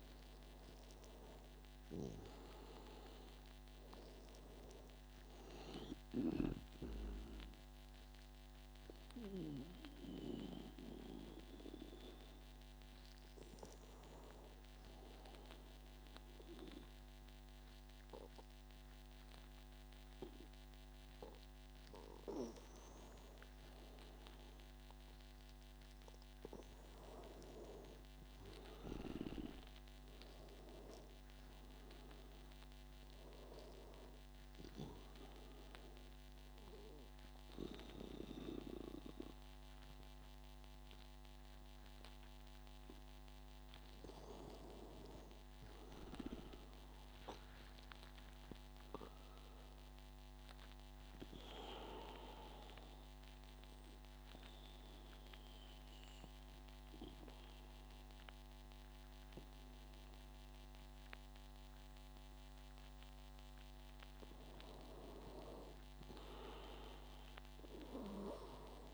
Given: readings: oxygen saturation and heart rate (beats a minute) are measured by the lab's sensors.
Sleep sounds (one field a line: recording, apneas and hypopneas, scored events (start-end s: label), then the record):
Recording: breathing in sleep by a microphone on the trachea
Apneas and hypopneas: 2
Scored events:
9.50-24.50 s: hypopnea (oxygen 98% before, 91% lowest, heart rate 87 before, 84 extreme, up 1 after)
28.00-31.00 s: arousal
31.50-45.50 s: oxygen desaturation (device-marked, oxygen 96% before, 91% lowest, heart rate 87 before, 83 extreme)
47.00-50.50 s: arousal
54.00-64.00 s: obstructive apnea (oxygen 96% before, 92% lowest, heart rate 90 before, 83 extreme, up 7 after)
From the record:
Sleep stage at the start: N2 (light sleep)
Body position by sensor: on the back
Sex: male